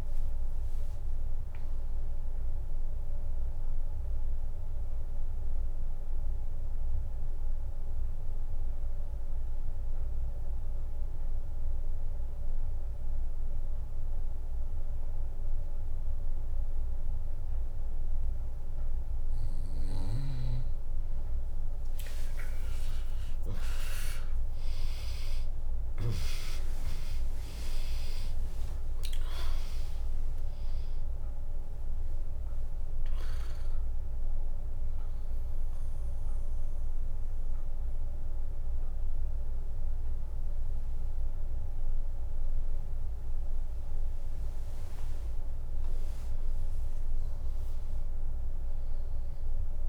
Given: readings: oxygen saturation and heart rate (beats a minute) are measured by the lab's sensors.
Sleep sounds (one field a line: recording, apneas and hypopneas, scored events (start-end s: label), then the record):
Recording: breathing in sleep by a room microphone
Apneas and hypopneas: 2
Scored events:
0.00-8.00 s: drop in pulse transit time (device-marked, heart rate 68 extreme)
0.00-20.00 s: oxygen desaturation (device-marked, oxygen 95% lowest, heart rate 61 extreme)
3.50-19.00 s: mixed apnea (oxygen 100% before, 95% lowest, heart rate 69 before, 61 extreme, up 1 after)
22.00-27.50 s: arousal
26.00-40.00 s: drop in pulse transit time (device-marked, heart rate 64 before, 64 extreme)
33.50-44.50 s: mixed apnea (oxygen 100% before, 95% lowest, heart rate 68 before, 59 extreme)
45.00-47.00 s: bradycardia (device-marked, heart rate 78 before, 64 extreme)
45.50-49.50 s: arousal
From the record:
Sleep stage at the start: N2 (light sleep)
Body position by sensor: on the back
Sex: female